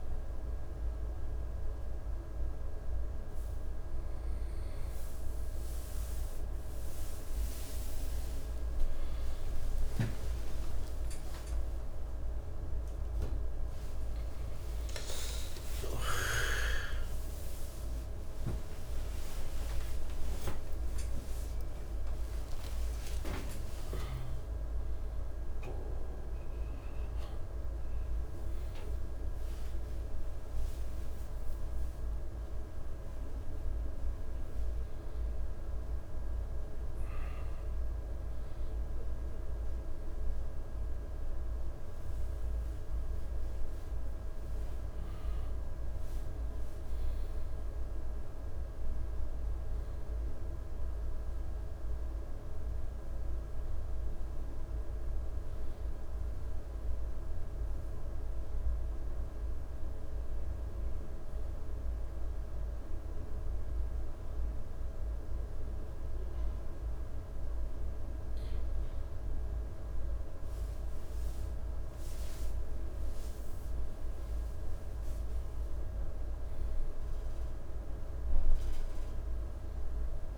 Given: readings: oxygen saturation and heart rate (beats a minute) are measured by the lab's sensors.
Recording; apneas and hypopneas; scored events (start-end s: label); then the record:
a person partly awake in a sleep study, hard to hear, by a room microphone; none
0.50-30.50 s: new sleep stage, awake
10.50-18.50 s: tachycardia (device-marked, heart rate 61 before, 129 extreme)
30.50-60.50 s: new sleep stage, N1 (lightest sleep)
60.50-80.38 s: new sleep stage, N2 (light sleep)
73.50-78.00 s: arousal
From the record:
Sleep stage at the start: N2 (light sleep); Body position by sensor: on the back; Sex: male